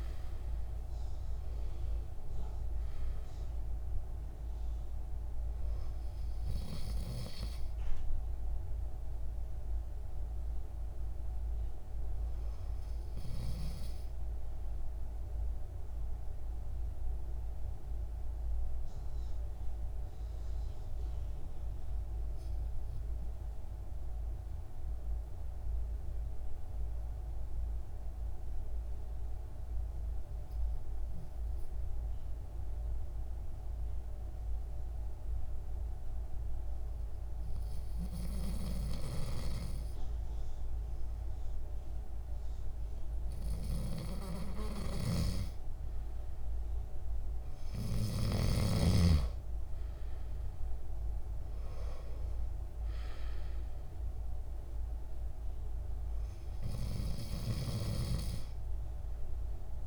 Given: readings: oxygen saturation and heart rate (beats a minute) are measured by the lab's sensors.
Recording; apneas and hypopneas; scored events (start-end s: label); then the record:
breathing in sleep by a room microphone; 1
0.00-10.50 s: oxygen desaturation (device-marked, oxygen 92% lowest, heart rate 52 extreme)
15.00-41.50 s: mixed apnea (oxygen 98% before, 92% lowest, heart rate 60 before, 52 extreme, up 3 after)
43.00-46.50 s: arousal
From the record:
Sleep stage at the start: N2 (light sleep); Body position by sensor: on the back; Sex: male